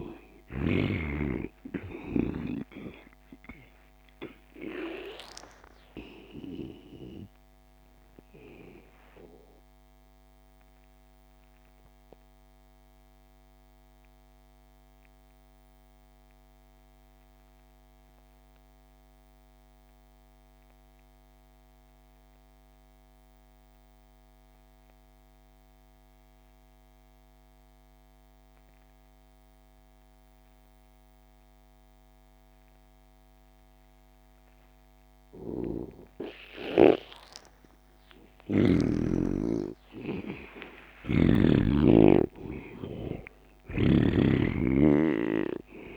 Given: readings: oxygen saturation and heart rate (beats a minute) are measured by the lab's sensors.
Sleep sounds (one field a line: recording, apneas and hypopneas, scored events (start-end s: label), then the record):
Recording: breathing in sleep by a microphone on the trachea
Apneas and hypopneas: 1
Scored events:
0.00-16.00 s: oxygen desaturation (device-marked, oxygen 80% lowest)
7.00-36.50 s: obstructive apnea (oxygen 97% before, 81% lowest)
30.00-45.97 s: oxygen desaturation (device-marked, oxygen 98% before, 81% lowest)
37.50-43.00 s: arousal
From the record:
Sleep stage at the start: N2 (light sleep)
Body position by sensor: on the back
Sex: male